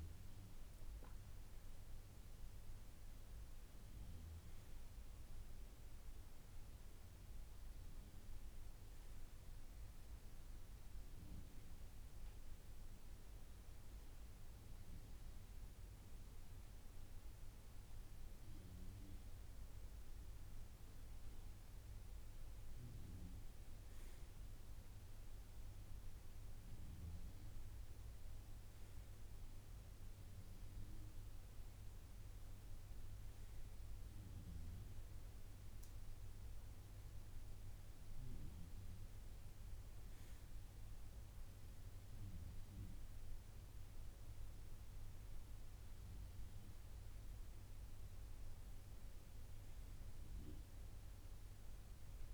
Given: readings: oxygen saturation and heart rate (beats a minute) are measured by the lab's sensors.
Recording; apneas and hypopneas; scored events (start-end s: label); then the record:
breathing in sleep, hard to hear, by a room microphone; none
none scored
From the record:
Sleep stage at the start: N2 (light sleep); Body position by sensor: on the right side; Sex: male